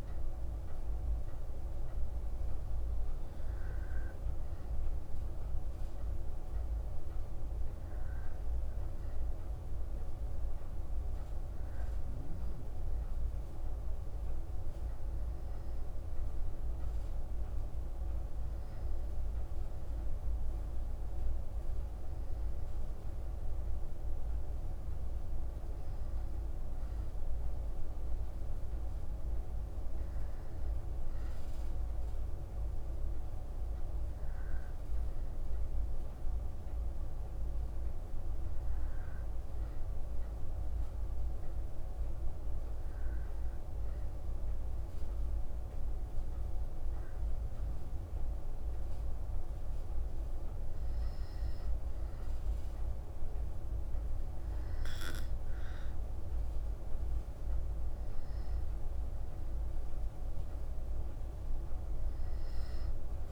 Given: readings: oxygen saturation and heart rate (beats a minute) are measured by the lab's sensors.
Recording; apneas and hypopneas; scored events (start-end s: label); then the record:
breathing in sleep, hard to hear, by a room microphone; none
none scored
From the record:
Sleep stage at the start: N2 (light sleep); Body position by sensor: on the back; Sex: female